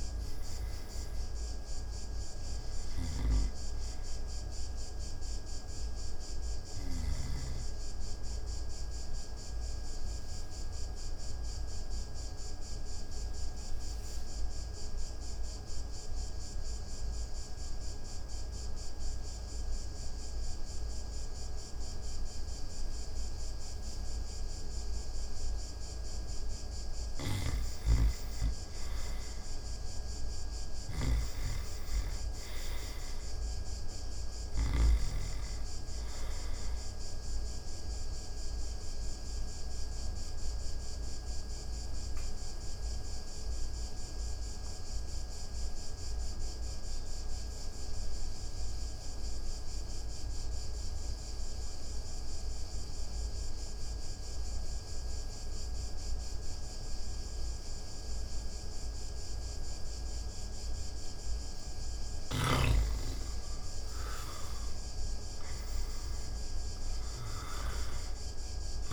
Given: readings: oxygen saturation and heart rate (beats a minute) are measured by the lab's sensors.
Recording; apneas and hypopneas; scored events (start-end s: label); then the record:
breathing in sleep, hard to hear, by a room microphone; 2
0.00-23.00 s: oxygen desaturation (device-marked, oxygen 87% lowest)
2.50-7.00 s: snoring (device-marked)
5.50-26.00 s: obstructive apnea (oxygen 96% before, 85% lowest)
28.50-32.00 s: arousal
30.50-34.50 s: snoring (device-marked)
36.00-51.00 s: oxygen desaturation (device-marked, oxygen 98% before, 88% lowest)
38.50-61.00 s: obstructive apnea (oxygen 98% before, 85% lowest)
64.00-68.00 s: arousal
64.00-68.93 s: oxygen desaturation (device-marked, oxygen 97% before, 85% lowest)
From the record:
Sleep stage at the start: N2 (light sleep); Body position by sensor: on the back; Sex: male